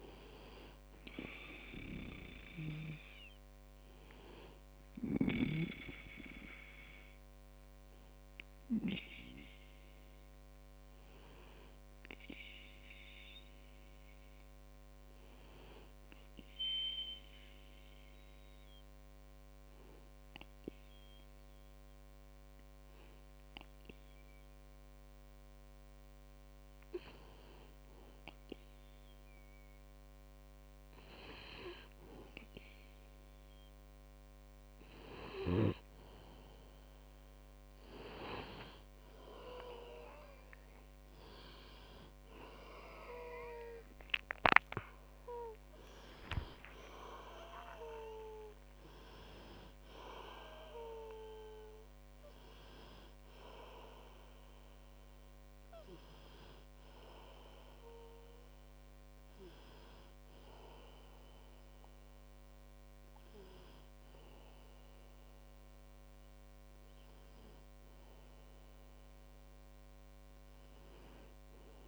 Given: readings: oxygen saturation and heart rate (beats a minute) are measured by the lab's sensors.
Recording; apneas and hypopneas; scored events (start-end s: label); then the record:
breathing in sleep by a microphone on the trachea; 1
0.00-16.00 s: oxygen desaturation (device-marked, oxygen 93% lowest, heart rate 44 extreme)
7.00-35.50 s: hypopnea (oxygen 97% before, 94% lowest, heart rate 55 before, 44 extreme, up 19 after)
34.00-55.00 s: oxygen desaturation (device-marked, oxygen 98% before, 94% lowest, heart rate 52 before, 42 extreme)
38.00-42.50 s: arousal
45.00-71.88 s: new sleep stage, N1 (lightest sleep)
From the record:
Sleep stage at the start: N2 (light sleep); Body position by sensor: on the back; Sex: male